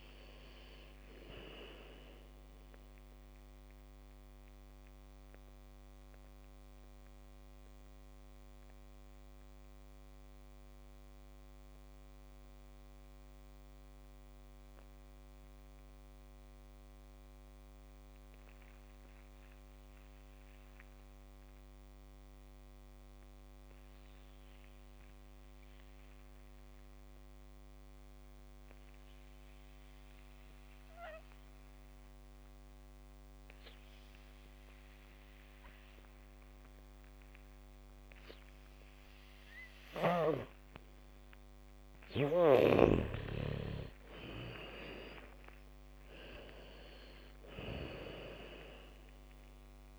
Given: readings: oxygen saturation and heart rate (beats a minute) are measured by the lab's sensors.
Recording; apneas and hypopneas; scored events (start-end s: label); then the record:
breathing in sleep by a microphone on the trachea; 1
0.00-17.50 s: oxygen desaturation (device-marked, oxygen 76% lowest, heart rate 57 extreme)
4.00-40.00 s: mixed apnea (oxygen 98% before, 76% lowest, heart rate 72 before, 51 extreme, up 12 after)
24.50-49.99 s: oxygen desaturation (device-marked, oxygen 100% before, 78% lowest, heart rate 77 before, 45 extreme)
27.50-32.50 s: bradycardia (device-marked, heart rate 70 before, 58 extreme)
38.50-43.50 s: bradycardia (device-marked, heart rate 69 before, 57 extreme)
42.00-46.00 s: arousal
From the record:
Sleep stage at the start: N2 (light sleep); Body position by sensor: on the back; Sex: female